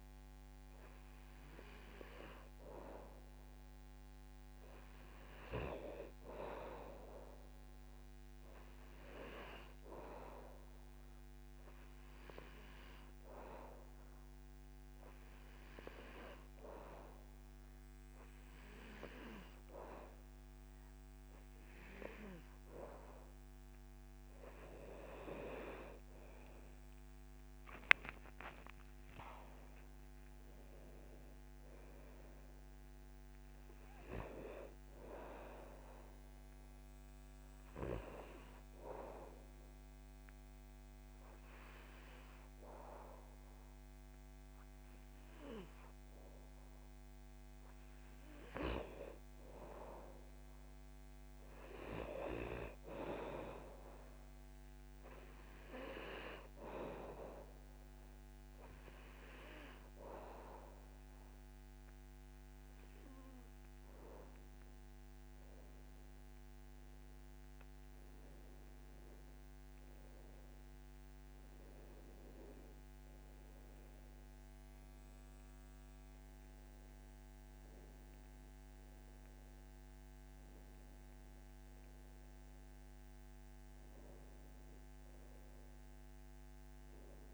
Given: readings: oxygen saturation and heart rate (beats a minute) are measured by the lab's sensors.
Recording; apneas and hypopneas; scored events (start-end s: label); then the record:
breathing in sleep by a microphone on the trachea; 3
6.00-17.00 s: oxygen desaturation (device-marked, oxygen 97% before, 94% lowest, heart rate 77 before, 77 extreme)
10.00-23.50 s: hypopnea (oxygen 97% before, 91% lowest, heart rate 77 before, 77 extreme, up 10 after)
26.50-29.50 s: arousal
29.00-49.00 s: oxygen desaturation (device-marked, oxygen 95% before, 91% lowest, heart rate 80 before, 71 extreme)
38.50-48.50 s: obstructive apnea (oxygen 96% before, 91% lowest, heart rate 82 before, 71 extreme, up 0 after)
50.50-53.50 s: arousal
58.00-68.00 s: hypopnea (oxygen 99% before, 92% lowest, heart rate 77 before, 71 extreme, up 6 after)
62.00-70.00 s: oxygen desaturation (device-marked, oxygen 98% before, 92% lowest, heart rate 76 before, 74 extreme)
66.00-87.34 s: new sleep stage, N1 (lightest sleep)
74.00-78.50 s: arousal
From the record:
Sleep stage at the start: N2 (light sleep); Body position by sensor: on the back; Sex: male